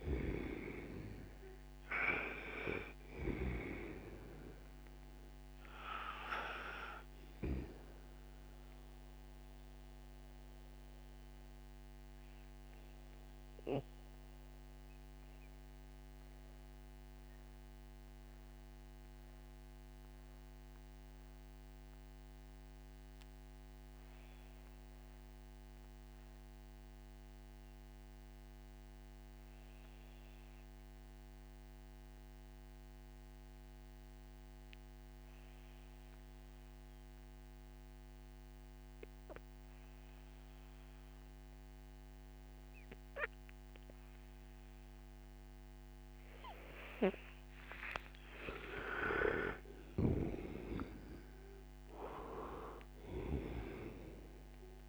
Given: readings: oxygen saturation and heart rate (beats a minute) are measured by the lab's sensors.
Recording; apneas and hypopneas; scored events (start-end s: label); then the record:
breathing in sleep by a microphone on the trachea; 1
0.00-28.50 s: oxygen desaturation (device-marked, oxygen 79% lowest, heart rate 53 extreme)
8.50-48.00 s: mixed apnea (oxygen 98% before, 78% lowest, heart rate 65 before, 53 extreme, up 10 after)
42.50-54.89 s: oxygen desaturation (device-marked, oxygen 98% before, 78% lowest, heart rate 59 before, 53 extreme)
49.00-53.00 s: arousal
49.50-53.00 s: snoring (device-marked)
From the record:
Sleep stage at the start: N2 (light sleep); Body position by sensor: on the right side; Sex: male